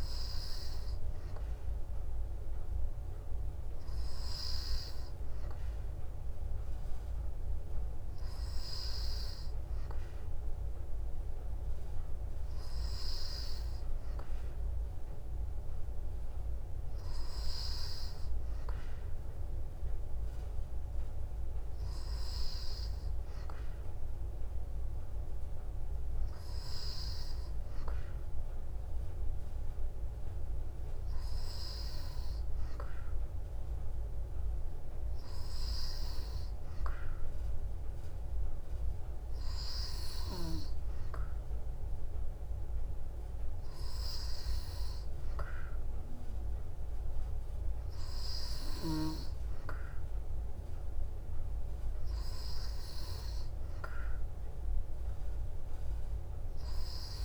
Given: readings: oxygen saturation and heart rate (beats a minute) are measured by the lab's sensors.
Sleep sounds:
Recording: breathing in sleep, hard to hear, by a room microphone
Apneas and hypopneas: none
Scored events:
none scored
From the record:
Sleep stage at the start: N2 (light sleep)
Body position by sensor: on the back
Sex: female

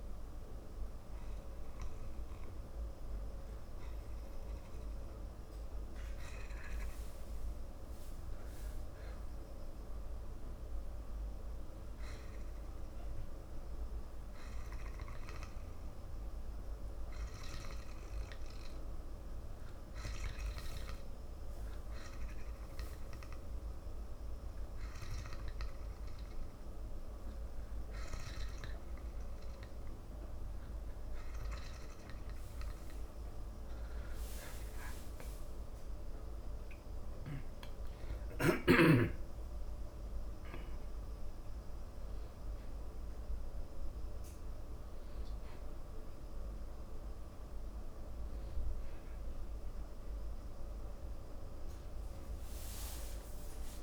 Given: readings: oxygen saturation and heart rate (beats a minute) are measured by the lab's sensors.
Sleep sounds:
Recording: breathing in sleep, hard to hear, by a room microphone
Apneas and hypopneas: none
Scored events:
38.50-42.00 s: arousal
From the record:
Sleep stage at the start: N2 (light sleep)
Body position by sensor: on the back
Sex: male

